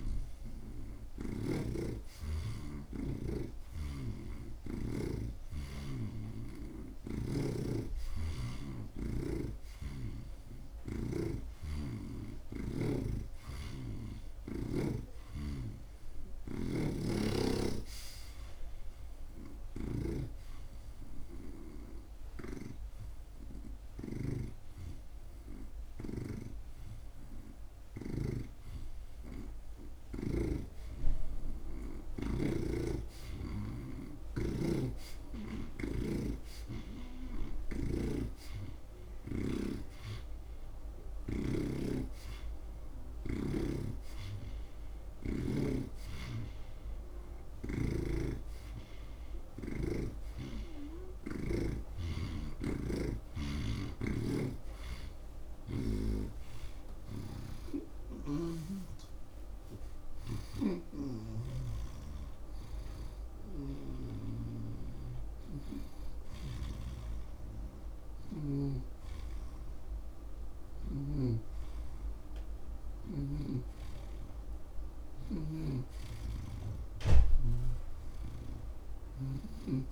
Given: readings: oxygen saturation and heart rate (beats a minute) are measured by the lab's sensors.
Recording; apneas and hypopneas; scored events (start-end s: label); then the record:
breathing in sleep by a room microphone; 1
4.00-7.50 s: snoring (device-marked)
19.50-30.50 s: snoring (device-marked)
20.50-30.50 s: hypopnea (oxygen 82% before, 73% lowest)
32.50-36.00 s: arousal
32.50-36.00 s: snoring (device-marked)
38.00-45.50 s: snoring (device-marked)
45.50-56.50 s: oxygen desaturation (device-marked, oxygen 84% before, 73% lowest)
52.50-62.00 s: snoring (device-marked)
58.00-62.00 s: arousal
66.50-71.50 s: snoring (device-marked)
73.50-79.50 s: snoring (device-marked)
74.50-79.92 s: new sleep stage, N1 (lightest sleep)
From the record:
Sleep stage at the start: N2 (light sleep); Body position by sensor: on the right side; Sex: male